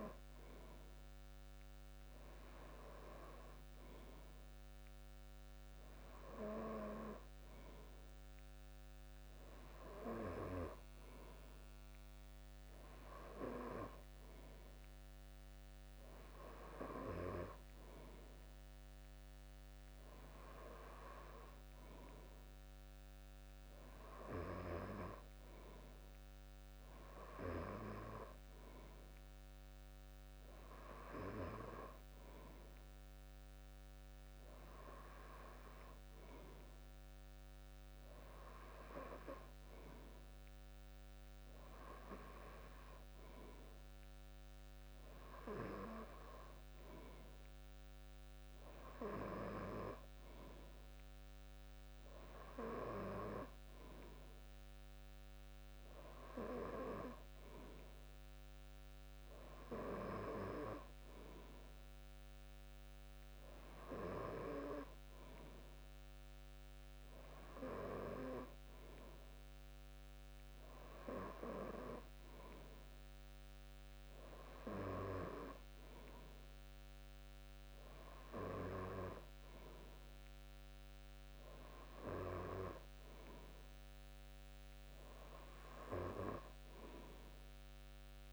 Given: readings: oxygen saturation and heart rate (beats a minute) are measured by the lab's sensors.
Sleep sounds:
breathing in sleep by a microphone on the trachea; none
none scored
From the record:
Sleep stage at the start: N2 (light sleep); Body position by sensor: on the back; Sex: male

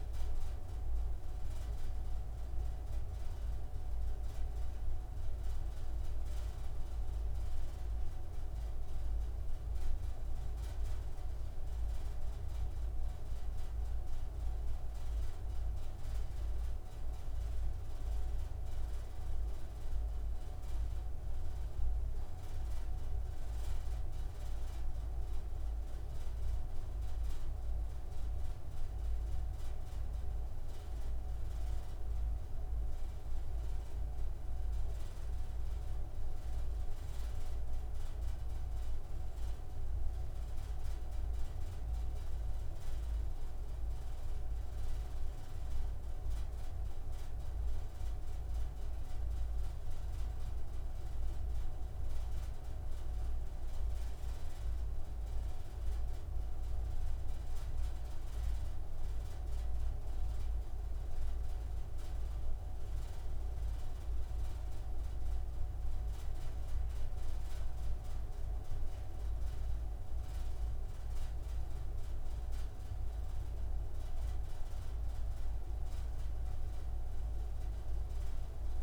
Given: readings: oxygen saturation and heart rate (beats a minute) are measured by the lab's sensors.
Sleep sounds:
breathing in sleep, hard to hear, by a room microphone; none
none scored
From the record:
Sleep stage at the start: N3 (deep sleep); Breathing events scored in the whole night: 91 in 7.6 hours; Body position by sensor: on the right side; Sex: male

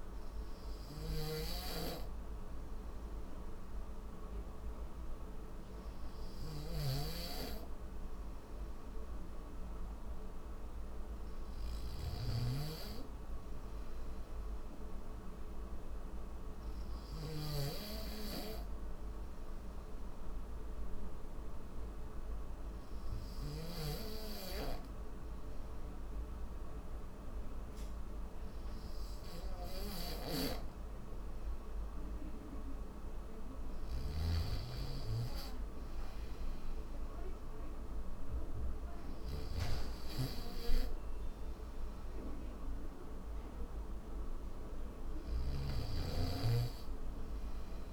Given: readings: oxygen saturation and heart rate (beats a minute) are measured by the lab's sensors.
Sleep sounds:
breathing in sleep by a room microphone; 1
0.00-23.50 s: snoring (device-marked)
20.00-32.50 s: obstructive apnea (oxygen 93% before, 90% lowest, heart rate 76 before, 75 extreme, up 3 after)
29.50-39.00 s: snoring (device-marked)
45.00-47.93 s: snoring (device-marked)
From the record:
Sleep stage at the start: N1 (lightest sleep); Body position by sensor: on the back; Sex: male

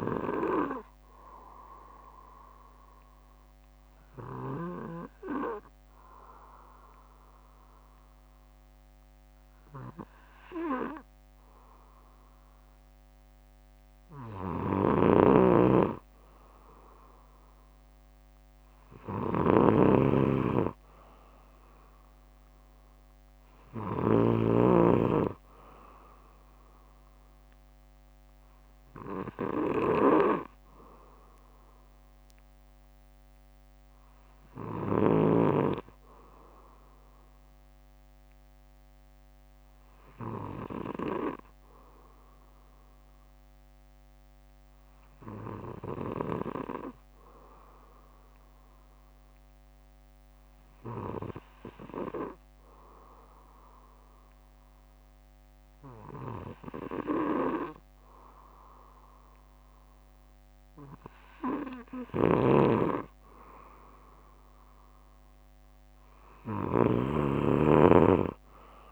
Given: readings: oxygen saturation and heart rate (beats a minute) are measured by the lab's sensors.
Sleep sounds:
breathing in sleep by a microphone on the trachea; 2
3.00-15.00 s: obstructive apnea (oxygen 96% before, 93% lowest, heart rate 60 before, 56 extreme, up 10 after)
15.00-24.50 s: snoring (device-marked)
19.50-21.50 s: bradycardia (device-marked, heart rate 60 before, 63 extreme)
19.50-23.00 s: arousal
29.50-31.50 s: bradycardia (device-marked, heart rate 60 before, 61 extreme)
37.50-39.50 s: bradycardia (device-marked, heart rate 60 before, 60 extreme)
45.50-47.50 s: bradycardia (device-marked, heart rate 60 before, 60 extreme)
48.50-60.00 s: hypopnea (oxygen 95% before, 93% lowest, heart rate 60 before, 58 extreme, up 4 after)
49.50-51.50 s: bradycardia (device-marked, heart rate 60 before, 56 extreme)
54.50-56.50 s: bradycardia (device-marked, heart rate 60 before, 60 extreme)
62.50-68.92 s: snoring (device-marked)
63.50-67.00 s: arousal
From the record:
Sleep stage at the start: N2 (light sleep); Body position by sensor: on the back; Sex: male

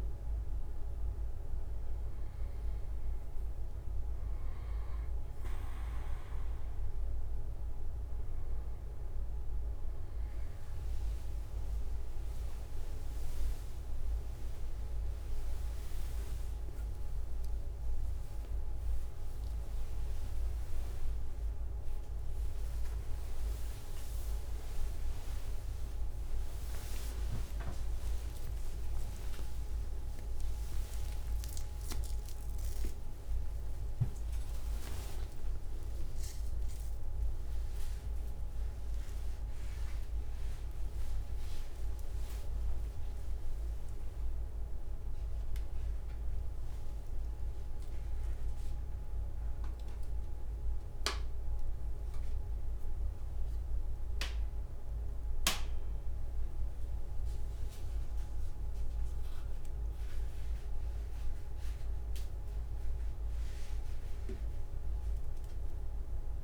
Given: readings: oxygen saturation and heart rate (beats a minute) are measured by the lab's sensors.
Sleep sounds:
a person awake in a sleep study, hard to hear, by a room microphone; none
0.00-1.50 s: long interval between heartbeats (device-marked, heart rate 51 extreme)
11.50-13.50 s: long interval between heartbeats (device-marked, heart rate 44 before, 71 extreme)
12.00-18.00 s: oxygen desaturation (device-marked, oxygen 94% before, 91% lowest, heart rate 45 before, 57 extreme)
14.00-16.00 s: long interval between heartbeats (device-marked, heart rate 50 before, 116 extreme)
16.50-18.50 s: long interval between heartbeats (device-marked, heart rate 59 before, 145 extreme)
19.50-21.50 s: long interval between heartbeats (device-marked, heart rate 75 before, 119 extreme)
28.50-30.50 s: long interval between heartbeats (device-marked, heart rate 94 before, 69 extreme)
30.50-32.50 s: long interval between heartbeats (device-marked, heart rate 97 before, 106 extreme)
32.50-34.50 s: long interval between heartbeats (device-marked, heart rate 102 before, 140 extreme)
34.50-36.50 s: long interval between heartbeats (device-marked, heart rate 108 before, 169 extreme)
38.00-40.00 s: long interval between heartbeats (device-marked, heart rate 114 before, 154 extreme)
42.00-44.00 s: long interval between heartbeats (device-marked, heart rate 118 before, 150 extreme)
50.00-52.00 s: long interval between heartbeats (device-marked, heart rate 139 before, 60 extreme)
52.50-54.50 s: long interval between heartbeats (device-marked, heart rate 135 before, 89 extreme)
55.00-57.00 s: long interval between heartbeats (device-marked, heart rate 129 before, 183 extreme)
58.50-60.50 s: long interval between heartbeats (device-marked, heart rate 133 before, 191 extreme)
62.00-64.00 s: long interval between heartbeats (device-marked, heart rate 142 before, 187 extreme)
64.00-66.00 s: long interval between heartbeats (device-marked, heart rate 146 before, 185 extreme)
From the record:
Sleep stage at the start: awake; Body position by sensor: on the right side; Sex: male

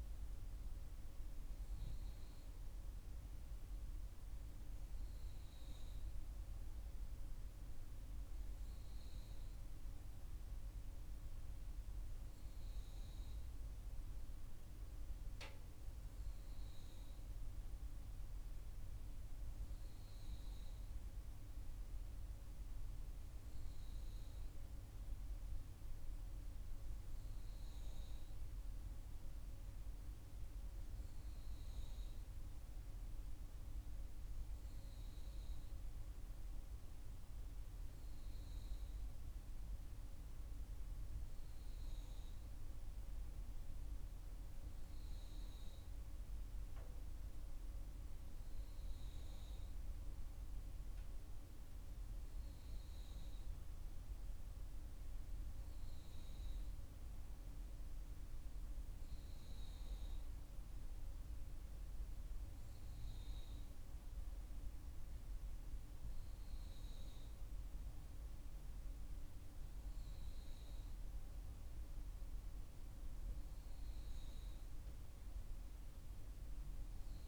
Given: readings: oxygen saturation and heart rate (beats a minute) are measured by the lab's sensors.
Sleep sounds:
breathing in sleep, hard to hear, by a room microphone; none
none scored
From the record:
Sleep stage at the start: N3 (deep sleep); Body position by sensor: on the back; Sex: female

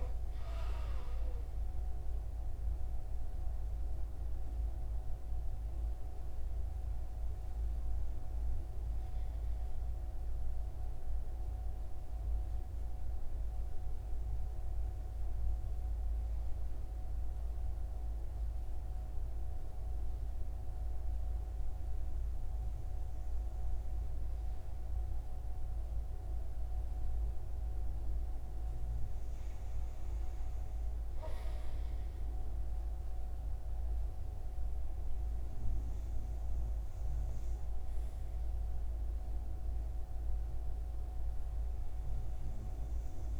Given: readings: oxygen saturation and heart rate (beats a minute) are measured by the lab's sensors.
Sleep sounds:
breathing in sleep, hard to hear, by a room microphone; 1
6.50-27.00 s: hypopnea (oxygen 96% before, 93% lowest)
29.00-32.50 s: arousal
From the record:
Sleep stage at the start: N2 (light sleep); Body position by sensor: on the right side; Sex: male

